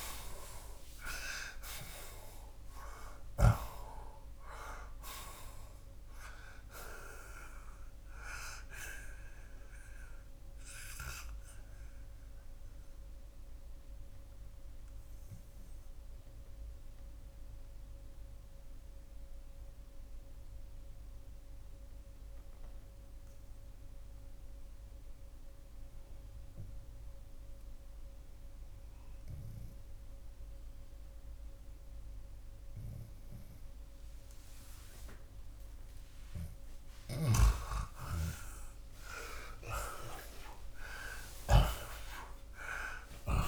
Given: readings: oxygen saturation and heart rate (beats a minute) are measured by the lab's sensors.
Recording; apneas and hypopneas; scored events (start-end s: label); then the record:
breathing in sleep by a room microphone; 1
0.00-2.00 s: arousal
11.00-36.00 s: obstructive apnea (oxygen 91% before, 80% lowest, heart rate 86 before, 56 extreme)
23.50-43.48 s: oxygen desaturation (device-marked, oxygen 90% before, 80% lowest, heart rate 79 before, 56 extreme)
36.50-43.00 s: snoring (device-marked)
40.50-43.48 s: arousal
From the record:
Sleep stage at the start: N2 (light sleep); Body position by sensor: on the left side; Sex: male